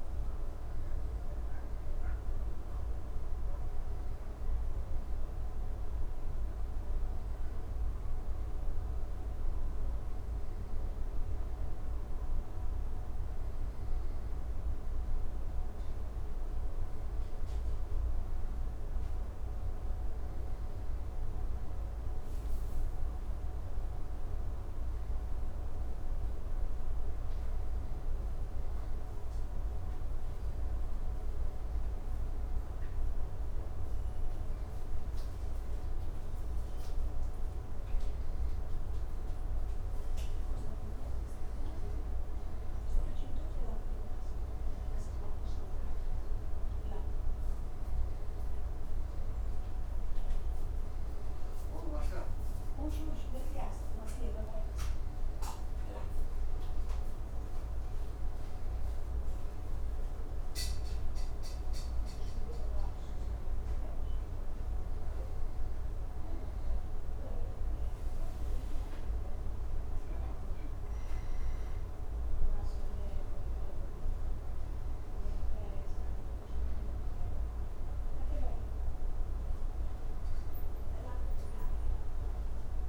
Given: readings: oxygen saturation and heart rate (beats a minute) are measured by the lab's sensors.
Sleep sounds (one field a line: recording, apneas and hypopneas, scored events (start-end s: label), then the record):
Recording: breathing in sleep, hard to hear, by a room microphone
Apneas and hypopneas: none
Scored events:
17.50-82.89 s: new sleep stage, N2 (light sleep)
From the record:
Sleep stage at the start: N1 (lightest sleep)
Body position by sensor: on the back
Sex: male